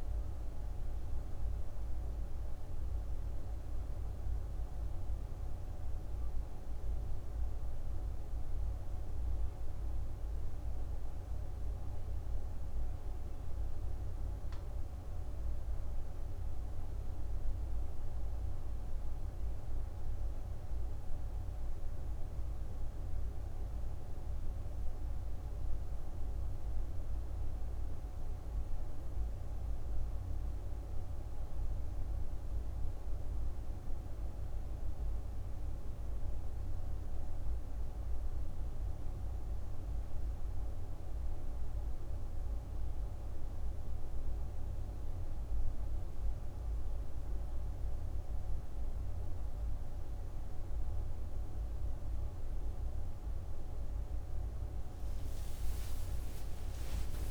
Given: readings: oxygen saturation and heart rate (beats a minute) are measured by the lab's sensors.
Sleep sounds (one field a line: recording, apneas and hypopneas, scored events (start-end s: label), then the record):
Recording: breathing in sleep, hard to hear, by a room microphone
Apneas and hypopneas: none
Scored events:
55.50-57.31 s: arousal
From the record:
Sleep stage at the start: N1 (lightest sleep)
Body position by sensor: on the right side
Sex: female